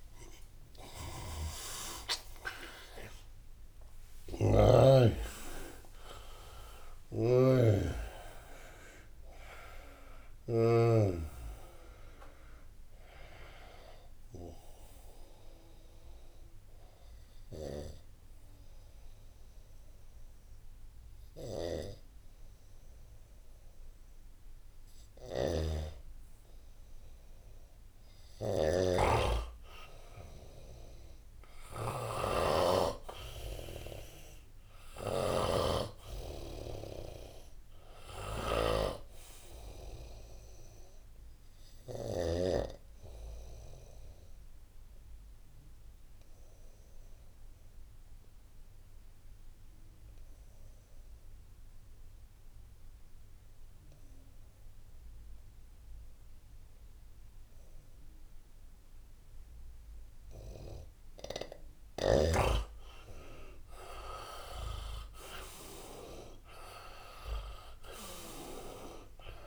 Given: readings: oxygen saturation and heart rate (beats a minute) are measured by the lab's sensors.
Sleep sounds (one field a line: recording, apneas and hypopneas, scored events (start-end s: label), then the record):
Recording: breathing in sleep by a room microphone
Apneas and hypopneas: 2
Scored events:
0.00-3.00 s: arousal
0.00-20.00 s: oxygen desaturation (device-marked, oxygen 88% lowest, heart rate 68 extreme)
6.50-10.50 s: snoring (device-marked)
15.00-25.50 s: hypopnea (oxygen 98% before, 89% lowest, heart rate 80 before, 68 extreme, up 1 after)
17.00-42.00 s: snoring (device-marked)
29.00-32.00 s: arousal
44.50-60.50 s: obstructive apnea (oxygen 100% before, 88% lowest, heart rate 75 before, 65 extreme, up 15 after)
60.00-69.47 s: oxygen desaturation (device-marked, oxygen 98% before, 90% lowest, heart rate 75 before, 68 extreme)
63.00-66.50 s: arousal
From the record:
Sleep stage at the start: N2 (light sleep)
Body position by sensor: on the right side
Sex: male